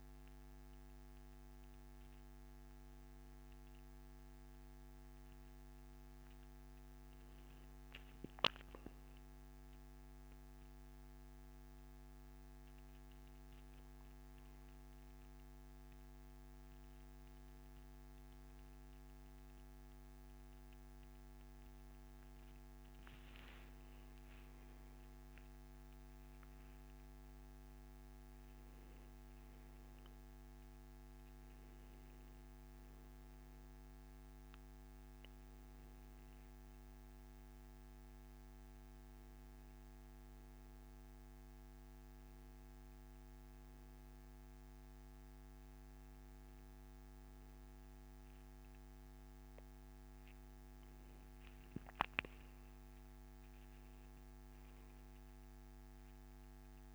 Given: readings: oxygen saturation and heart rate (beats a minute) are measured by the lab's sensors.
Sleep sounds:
a person awake in a sleep study, hard to hear, by a microphone on the trachea; none
11.50-13.50 s: long interval between heartbeats (device-marked, heart rate 140 before, 118 extreme)
From the record:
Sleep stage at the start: awake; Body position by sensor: on the back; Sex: male

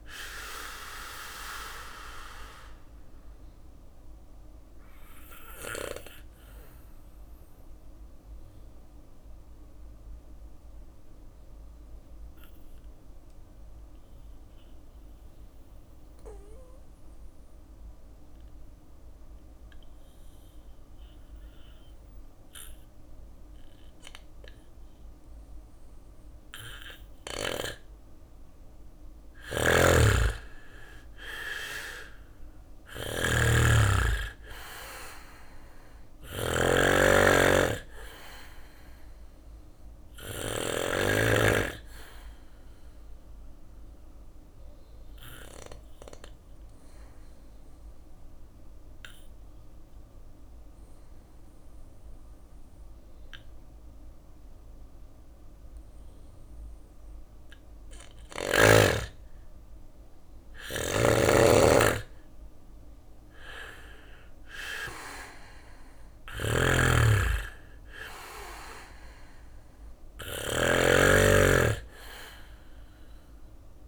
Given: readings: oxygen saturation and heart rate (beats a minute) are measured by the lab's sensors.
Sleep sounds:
breathing in sleep by a room microphone; 2
0.00-12.00 s: drop in pulse transit time (device-marked, heart rate 59 extreme)
3.00-24.00 s: oxygen desaturation (device-marked, oxygen 98% before, 93% lowest, heart rate 61 before, 59 extreme)
3.00-27.50 s: obstructive apnea (oxygen 98% before, 90% lowest, heart rate 61 before, 59 extreme, up 3 after)
4.00-9.00 s: bradycardia (device-marked, heart rate 61 before, 59 extreme)
28.00-39.50 s: snoring (device-marked)
29.50-33.50 s: arousal
32.00-51.00 s: oxygen desaturation (device-marked, oxygen 99% before, 90% lowest, heart rate 61 before, 60 extreme)
42.50-57.00 s: obstructive apnea (oxygen 99% before, 90% lowest, heart rate 62 before, 59 extreme, up 0 after)
59.00-64.00 s: arousal
59.00-70.00 s: drop in pulse transit time (device-marked, heart rate 62 before, 61 extreme)
59.50-73.88 s: snoring (device-marked)
64.00-73.88 s: oxygen desaturation (device-marked, oxygen 99% before, 92% lowest, heart rate 62 before, 59 extreme)
From the record:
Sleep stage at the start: N2 (light sleep); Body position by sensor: on the back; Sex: male

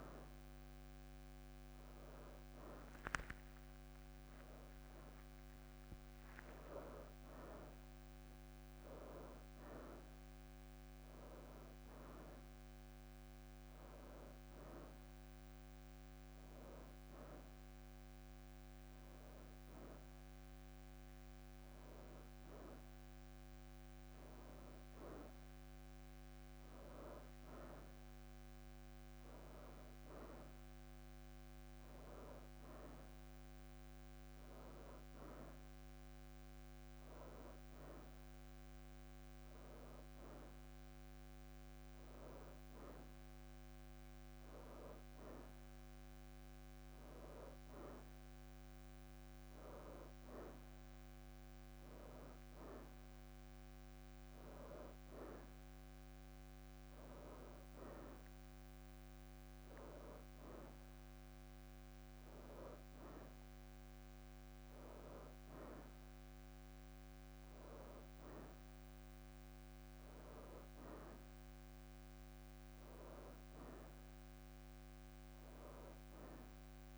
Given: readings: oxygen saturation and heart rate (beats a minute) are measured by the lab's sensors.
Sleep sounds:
a person partly awake in a sleep study, by a microphone on the trachea; none
27.00-76.98 s: new sleep stage, N1 (lightest sleep)
From the record:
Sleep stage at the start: awake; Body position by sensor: on the right side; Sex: female

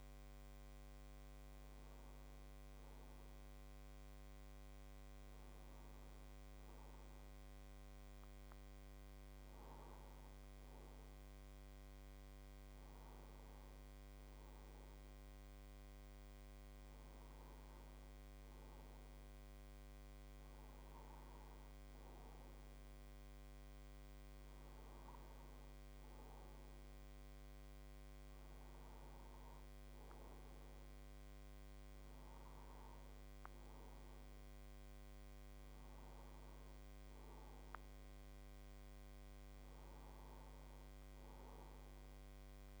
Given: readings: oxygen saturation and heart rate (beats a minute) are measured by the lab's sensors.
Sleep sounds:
a person awake in a sleep study, hard to hear, by a microphone on the trachea; none
none scored
From the record:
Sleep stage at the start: awake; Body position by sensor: on the right side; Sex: male

